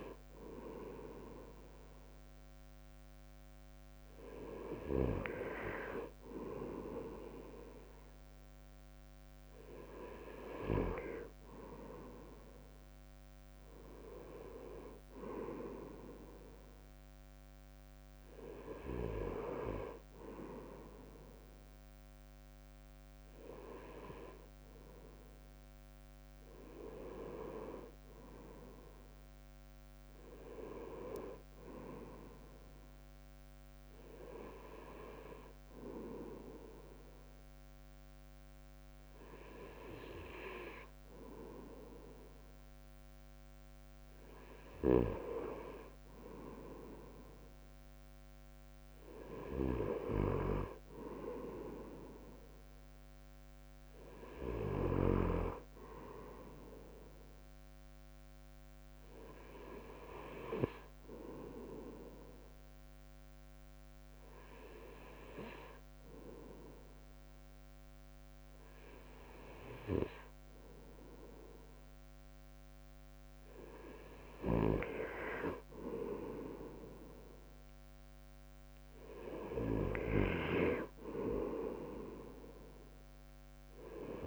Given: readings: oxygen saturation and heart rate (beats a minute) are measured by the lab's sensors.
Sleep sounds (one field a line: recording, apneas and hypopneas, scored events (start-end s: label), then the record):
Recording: breathing in sleep by a microphone on the trachea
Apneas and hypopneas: 1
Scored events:
63.50-74.50 s: hypopnea (oxygen 97% before, 96% lowest, heart rate 60 before, 57 extreme, up 9 after)
76.50-79.50 s: arousal
From the record:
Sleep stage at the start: N2 (light sleep)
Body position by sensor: on the back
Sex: male